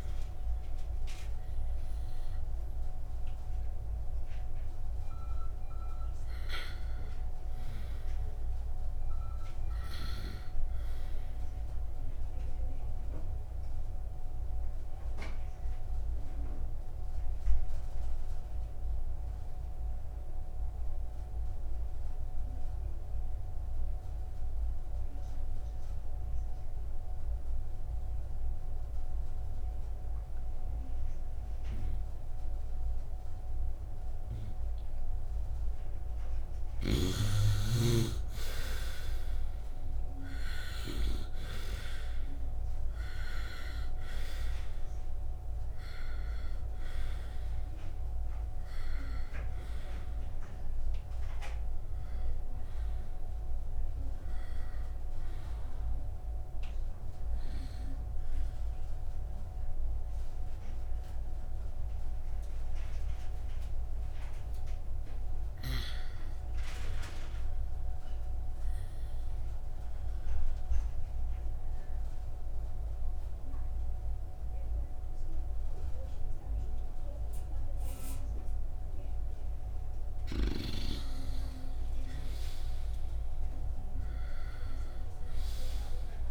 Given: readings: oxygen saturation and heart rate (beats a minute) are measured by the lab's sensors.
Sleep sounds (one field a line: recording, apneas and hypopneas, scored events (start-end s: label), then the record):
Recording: breathing in sleep by a room microphone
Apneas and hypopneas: 2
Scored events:
2.00-18.00 s: oxygen desaturation (device-marked, oxygen 97% before, 93% lowest, heart rate 68 before, 59 extreme)
13.00-35.00 s: obstructive apnea (oxygen 97% before, 83% lowest, heart rate 68 before, 59 extreme, up 1 after)
33.00-73.00 s: oxygen desaturation (device-marked, oxygen 97% before, 83% lowest, heart rate 67 before, 59 extreme)
37.00-40.50 s: arousal
68.50-80.50 s: obstructive apnea (oxygen 92% before, 79% lowest, heart rate 69 before, 67 extreme, up 1 after)
82.00-86.00 s: arousal
From the record:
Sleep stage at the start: N2 (light sleep)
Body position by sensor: upright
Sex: male